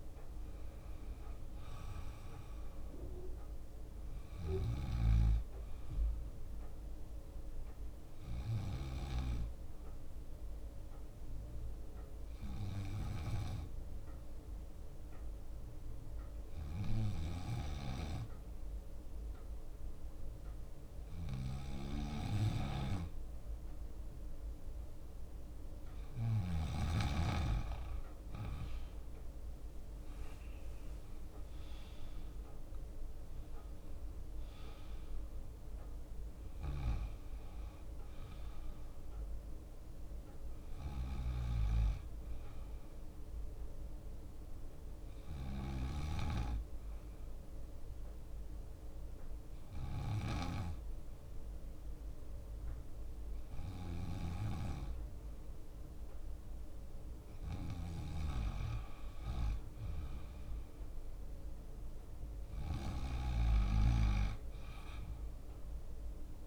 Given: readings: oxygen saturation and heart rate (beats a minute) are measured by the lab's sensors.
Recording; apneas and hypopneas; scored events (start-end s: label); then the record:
breathing in sleep by a room microphone; 2
0.00-1.00 s: drop in pulse transit time (device-marked, heart rate 57 extreme)
4.00-27.00 s: bradycardia (device-marked, heart rate 64 before, 58 extreme)
6.50-10.50 s: leg movement (device-marked)
11.00-24.50 s: hypopnea (oxygen 98% before, 95% lowest, heart rate 60 before, 58 extreme, up 3 after)
18.00-26.00 s: leg movement (device-marked)
27.00-31.50 s: arousal
27.50-29.00 s: leg movement (device-marked)
29.50-35.50 s: leg movement (device-marked)
38.00-41.00 s: bradycardia (device-marked, heart rate 64 before, 61 extreme)
38.50-49.00 s: leg movement (device-marked)
44.50-46.50 s: long interval between heartbeats (device-marked, heart rate 61 before, 67 extreme)
45.50-56.50 s: hypopnea (oxygen 97% before, 95% lowest, heart rate 61 before, 57 extreme, up 3 after)
47.00-66.47 s: bradycardia (device-marked, heart rate 64 before, 56 extreme)
47.00-66.47 s: drop in pulse transit time (device-marked, heart rate 62 before, 56 extreme)
52.00-57.00 s: leg movement (device-marked)
58.50-61.50 s: arousal
58.50-65.00 s: leg movement (device-marked)
From the record:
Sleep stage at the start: N2 (light sleep); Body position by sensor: on the left side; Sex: male